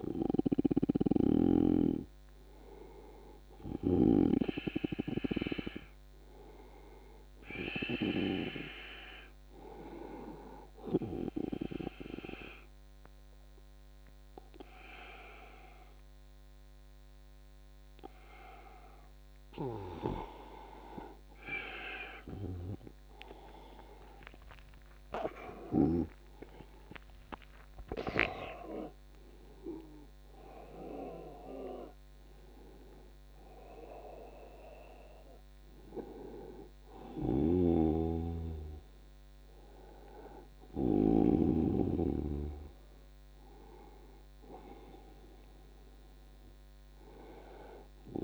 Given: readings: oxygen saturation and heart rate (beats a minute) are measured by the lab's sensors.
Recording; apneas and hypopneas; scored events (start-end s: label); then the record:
breathing in sleep by a microphone on the trachea; 1
1.00-4.50 s: snoring (device-marked)
2.50-5.50 s: arousal
9.50-21.00 s: obstructive apnea (oxygen 96% before, 90% lowest, heart rate 90 before, 74 extreme, up 13 after)
24.50-28.50 s: arousal
26.00-48.00 s: oxygen desaturation (device-marked, oxygen 96% before, 90% lowest, heart rate 83 before, 74 extreme)
From the record:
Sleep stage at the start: N2 (light sleep); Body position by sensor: on the back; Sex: male